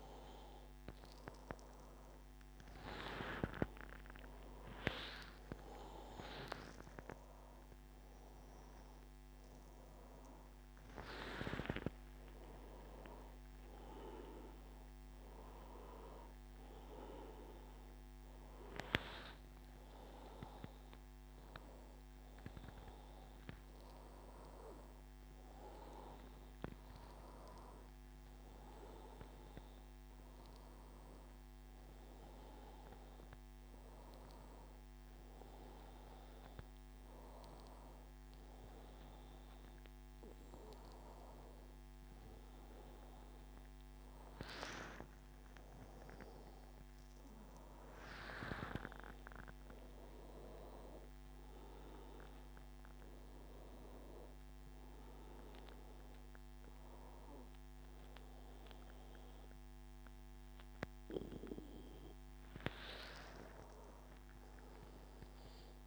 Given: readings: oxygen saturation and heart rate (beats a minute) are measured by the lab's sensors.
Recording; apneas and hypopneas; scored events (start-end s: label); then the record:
breathing in sleep by a microphone on the trachea; none
21.00-26.00 s: arousal
From the record:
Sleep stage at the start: N2 (light sleep); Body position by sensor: on the back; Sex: male